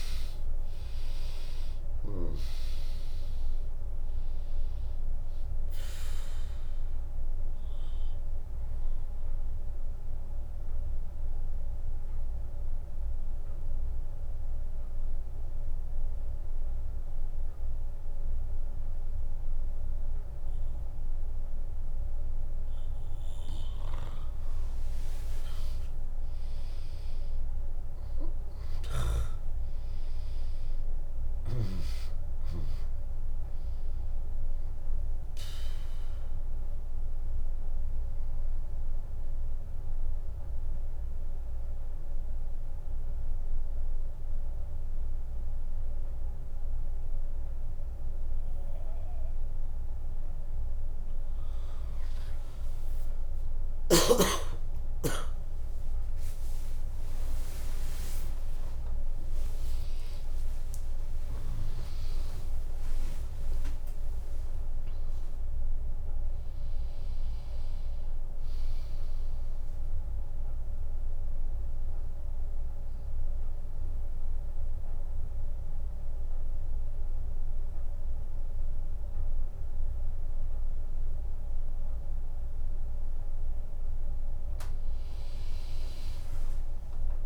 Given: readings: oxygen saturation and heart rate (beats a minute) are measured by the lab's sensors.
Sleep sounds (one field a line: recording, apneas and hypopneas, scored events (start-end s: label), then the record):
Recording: breathing in sleep by a room microphone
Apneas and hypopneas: 3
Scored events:
0.00-19.00 s: drop in pulse transit time (device-marked, heart rate 73 before, 67 extreme)
0.00-19.00 s: oxygen desaturation (device-marked, oxygen 95% lowest, heart rate 58 extreme)
9.50-22.50 s: obstructive apnea (oxygen 99% before, 95% lowest, heart rate 70 before, 58 extreme)
22.00-25.00 s: bradycardia (device-marked, heart rate 78 before, 60 extreme)
24.50-30.00 s: arousal
34.00-46.00 s: drop in pulse transit time (device-marked, heart rate 68 before, 67 extreme)
35.00-48.50 s: obstructive apnea (oxygen 100% before, 96% lowest, heart rate 68 before, 65 extreme, up 14 after)
53.00-59.50 s: arousal
54.00-64.00 s: tachycardia (device-marked, heart rate 77 before, 148 extreme)
56.50-58.50 s: long interval between heartbeats (device-marked, heart rate 77 before, 93 extreme)
57.00-69.00 s: oxygen desaturation (device-marked, oxygen 99% before, 96% lowest, heart rate 78 before, 59 extreme)
58.00-73.00 s: drop in pulse transit time (device-marked, heart rate 80 before, 76 extreme)
58.50-60.50 s: long interval between heartbeats (device-marked, heart rate 80 before, 124 extreme)
61.00-63.00 s: long interval between heartbeats (device-marked, heart rate 86 before, 148 extreme)
70.00-81.50 s: obstructive apnea (oxygen 99% before, 96% lowest, heart rate 101 before, 59 extreme, up 6 after)
73.00-75.00 s: bradycardia (device-marked, heart rate 77 before, 66 extreme)
From the record:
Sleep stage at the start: N2 (light sleep)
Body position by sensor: on the back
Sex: female